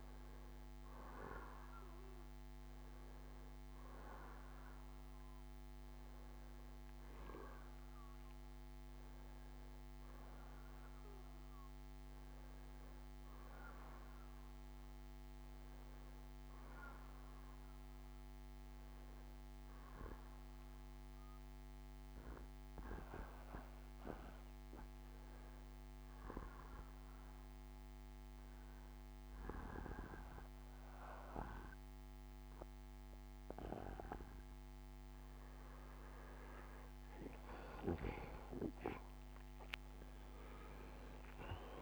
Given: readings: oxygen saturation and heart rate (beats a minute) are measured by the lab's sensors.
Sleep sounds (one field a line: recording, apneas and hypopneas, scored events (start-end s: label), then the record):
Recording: breathing in sleep by a microphone on the trachea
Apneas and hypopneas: 1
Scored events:
0.00-8.50 s: oxygen desaturation (device-marked, oxygen 90% lowest, heart rate 46 extreme)
3.50-12.50 s: bradycardia (device-marked, heart rate 64 before, 46 extreme)
10.50-14.50 s: arousal
13.50-15.50 s: bradycardia (device-marked, heart rate 63 before, 51 extreme)
18.50-32.50 s: hypopnea (oxygen 94% before, 90% lowest, heart rate 59 before, 56 extreme, up 2 after)
32.50-36.50 s: bradycardia (device-marked, heart rate 63 before, 56 extreme)
36.50-41.50 s: arousal
38.50-41.82 s: oxygen desaturation (device-marked, oxygen 95% before, 91% lowest, heart rate 65 before, 57 extreme)
From the record:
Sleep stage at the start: N2 (light sleep)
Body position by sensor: on the back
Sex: male